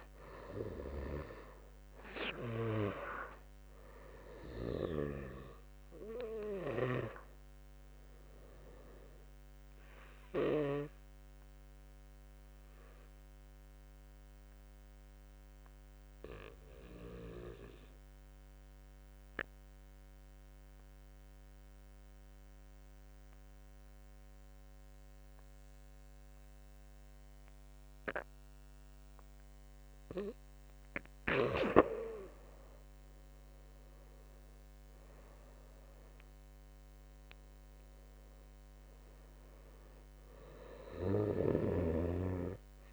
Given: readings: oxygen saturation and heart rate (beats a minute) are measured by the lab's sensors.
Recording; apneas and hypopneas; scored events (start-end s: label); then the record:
breathing in sleep by a microphone on the trachea; 1
0.00-14.50 s: oxygen desaturation (device-marked, oxygen 87% lowest, heart rate 54 extreme)
4.50-21.50 s: drop in pulse transit time (device-marked, heart rate 56 before, 54 extreme)
9.50-31.00 s: obstructive apnea (oxygen 96% before, 85% lowest, heart rate 58 before, 50 extreme, up 12 after)
30.50-42.93 s: oxygen desaturation (device-marked, oxygen 97% before, 85% lowest, heart rate 58 before, 50 extreme)
33.00-36.00 s: arousal
From the record:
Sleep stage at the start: N2 (light sleep); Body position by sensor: on the back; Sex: male